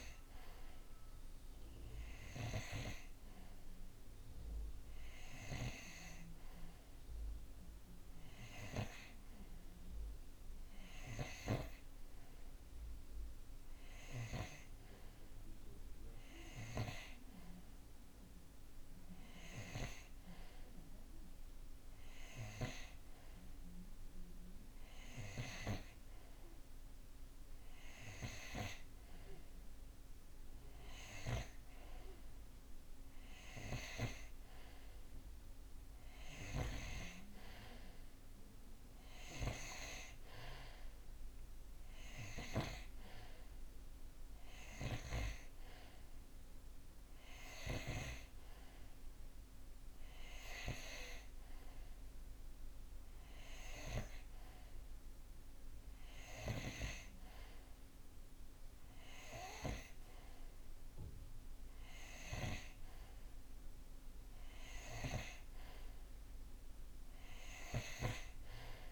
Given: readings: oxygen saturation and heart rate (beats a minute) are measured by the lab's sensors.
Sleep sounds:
breathing in sleep by a room microphone; none
none scored
From the record:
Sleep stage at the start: N2 (light sleep); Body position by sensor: on the right side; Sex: male

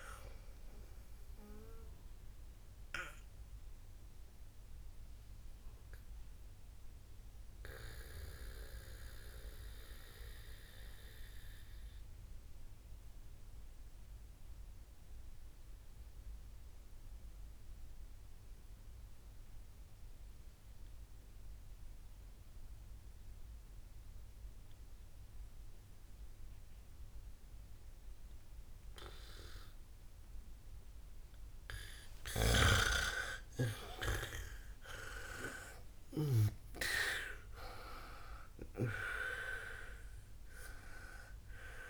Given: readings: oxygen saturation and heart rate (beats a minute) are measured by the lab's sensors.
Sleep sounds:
breathing in sleep by a room microphone; 1
0.00-16.00 s: oxygen desaturation (device-marked, oxygen 89% lowest, heart rate 49 extreme)
0.50-32.50 s: obstructive apnea (oxygen 99% before, 89% lowest, heart rate 60 before, 49 extreme)
33.00-41.90 s: oxygen desaturation (device-marked, oxygen 98% before, 89% lowest, heart rate 53 before, 48 extreme)
33.50-37.50 s: snoring (device-marked)
34.50-39.00 s: arousal
From the record:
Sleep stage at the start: N2 (light sleep); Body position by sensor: on the back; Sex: female

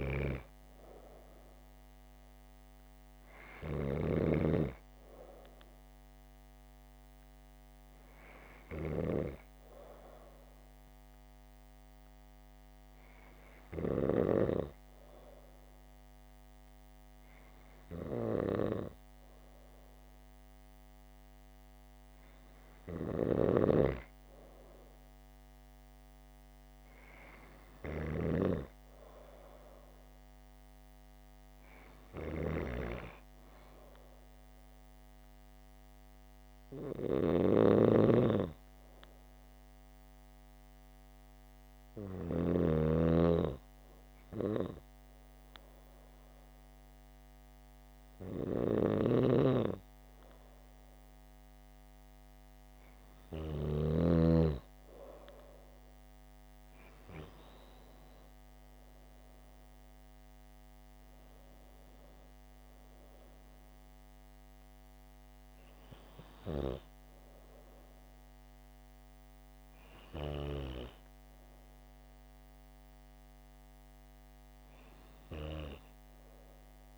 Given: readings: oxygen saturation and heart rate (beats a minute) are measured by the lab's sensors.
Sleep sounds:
breathing in sleep by a microphone on the trachea; 2
0.00-4.50 s: snoring (device-marked)
2.00-6.00 s: arousal
12.00-24.00 s: hypopnea (oxygen 99% before, 95% lowest, heart rate 74 before, 71 extreme, up 4 after)
23.50-28.50 s: snoring (device-marked)
26.50-31.00 s: arousal
37.50-42.50 s: snoring (device-marked)
39.00-53.50 s: hypopnea (oxygen 98% before, 95% lowest, heart rate 73 before, 73 extreme, up 7 after)
49.00-54.00 s: snoring (device-marked)
55.00-59.00 s: arousal
From the record:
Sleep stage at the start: N2 (light sleep); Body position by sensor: on the back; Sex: female

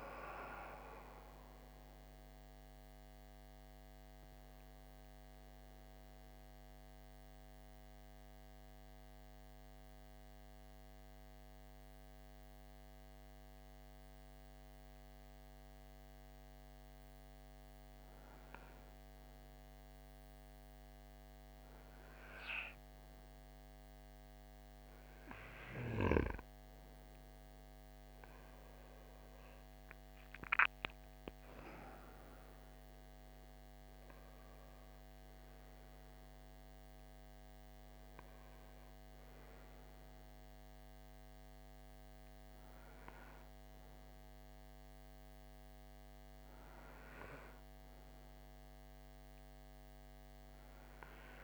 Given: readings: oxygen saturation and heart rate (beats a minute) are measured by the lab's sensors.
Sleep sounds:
breathing in sleep by a microphone on the trachea; 1
7.00-17.00 s: obstructive apnea (oxygen 96% before, 92% lowest, heart rate 61 before, 50 extreme, up 2 after)
22.00-26.50 s: arousal
35.00-51.44 s: oxygen desaturation (device-marked, oxygen 98% before, 94% lowest, heart rate 54 before, 52 extreme)
From the record:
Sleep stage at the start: N2 (light sleep); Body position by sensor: on the right side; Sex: male

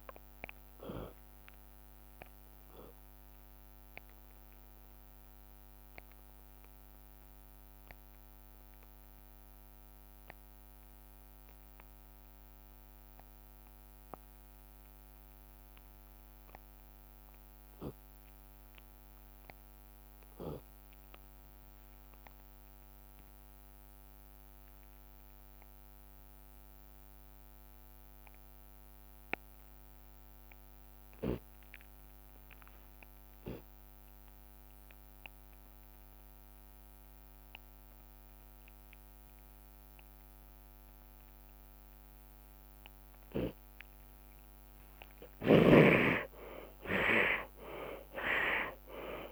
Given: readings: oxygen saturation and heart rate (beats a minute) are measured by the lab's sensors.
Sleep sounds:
breathing in sleep by a microphone on the trachea; 2
0.00-16.00 s: oxygen desaturation (device-marked, oxygen 82% lowest)
2.00-4.00 s: long interval between heartbeats (device-marked, heart rate 57 before, 35 extreme)
3.00-15.50 s: hypopnea (oxygen 95% before, 73% lowest, heart rate 56 before, 102 extreme)
4.00-49.32 s: tachycardia (device-marked, heart rate 56 before, 177 extreme)
5.50-7.50 s: long interval between heartbeats (device-marked, heart rate 56 before, 49 extreme)
8.00-10.00 s: long interval between heartbeats (device-marked, heart rate 60 before, 102 extreme)
10.00 s: drop in pulse transit time (device-marked)
10.00-12.00 s: long interval between heartbeats (device-marked, heart rate 65 before, 110 extreme)
12.00-13.00 s: drop in pulse transit time (device-marked, heart rate 70 before, 133 extreme)
14.00-16.00 s: long interval between heartbeats (device-marked, heart rate 76 before, 144 extreme)
15.00-24.00 s: drop in pulse transit time (device-marked, heart rate 80 before, 124 extreme)
16.50-18.50 s: long interval between heartbeats (device-marked, heart rate 85 before, 163 extreme)
17.00-20.50 s: arousal
18.00-32.00 s: oxygen desaturation (device-marked, oxygen 95% before, 73% lowest)
19.50-21.50 s: long interval between heartbeats (device-marked, heart rate 97 before, 127 extreme)
23.00-25.00 s: long interval between heartbeats (device-marked, heart rate 117 before, 145 extreme)
24.00-42.50 s: obstructive apnea (oxygen 95% before, 69% lowest)
25.00-27.00 s: long interval between heartbeats (device-marked, heart rate 127 before, 147 extreme)
27.00-29.00 s: long interval between heartbeats (device-marked, heart rate 137 before, 144 extreme)
30.50-32.50 s: long interval between heartbeats (device-marked, heart rate 143 before, 160 extreme)
35.00-37.00 s: long interval between heartbeats (device-marked, heart rate 152 before, 149 extreme)
36.00-37.00 s: drop in pulse transit time (device-marked, heart rate 152 before, 149 extreme)
37.00-39.00 s: long interval between heartbeats (device-marked, heart rate 152 before, 133 extreme)
39.00-41.00 s: long interval between heartbeats (device-marked, heart rate 150 before, 139 extreme)
40.00-49.32 s: drop in pulse transit time (device-marked, heart rate 150 before, 103 extreme)
42.00-44.00 s: long interval between heartbeats (device-marked, heart rate 149 before, 103 extreme)
44.50-46.50 s: long interval between heartbeats (device-marked, heart rate 147 before, 124 extreme)
45.00-49.32 s: arousal
From the record:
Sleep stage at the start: N2 (light sleep); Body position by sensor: on the left side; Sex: male

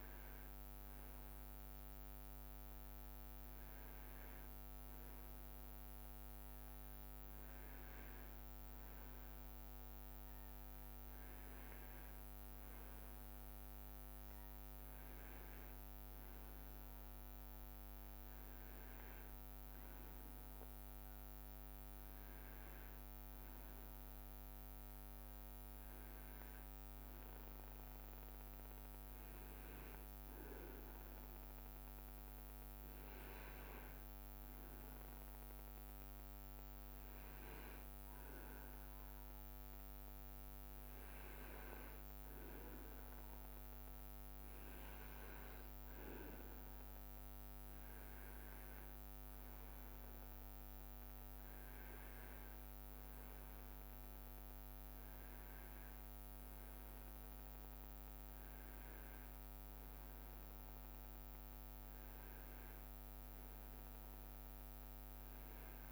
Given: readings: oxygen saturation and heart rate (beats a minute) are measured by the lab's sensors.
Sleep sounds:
a person partly awake in a sleep study, hard to hear, by a microphone on the trachea; none
6.50-65.92 s: new sleep stage, N1 (lightest sleep)
8.00-14.00 s: leg movement (device-marked)
24.50-27.00 s: leg movement (device-marked)
47.50-50.50 s: leg movement (device-marked)
From the record:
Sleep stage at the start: awake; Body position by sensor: on the right side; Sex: male

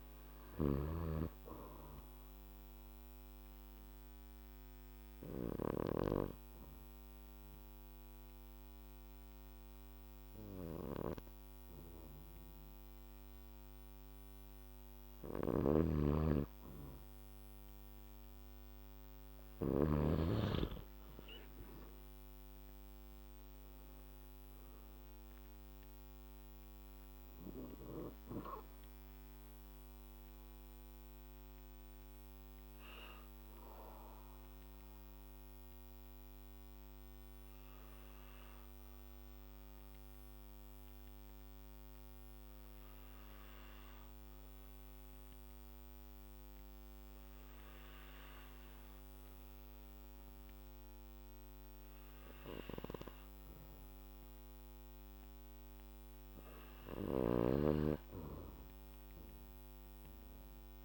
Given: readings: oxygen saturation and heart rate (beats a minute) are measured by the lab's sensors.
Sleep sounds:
breathing in sleep by a microphone on the trachea; 2
0.00-1.00 s: snoring (device-marked)
3.00-15.50 s: obstructive apnea (oxygen 98% before, 93% lowest, heart rate 59 before, 55 extreme, up 3 after)
15.50-20.00 s: snoring (device-marked)
21.50-26.50 s: arousal
33.50-53.00 s: obstructive apnea (oxygen 97% before, 91% lowest, heart rate 63 before, 56 extreme, up 8 after)
55.00-58.00 s: arousal
57.00-60.85 s: snoring (device-marked)
From the record:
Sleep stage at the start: N2 (light sleep); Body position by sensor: on the back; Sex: male

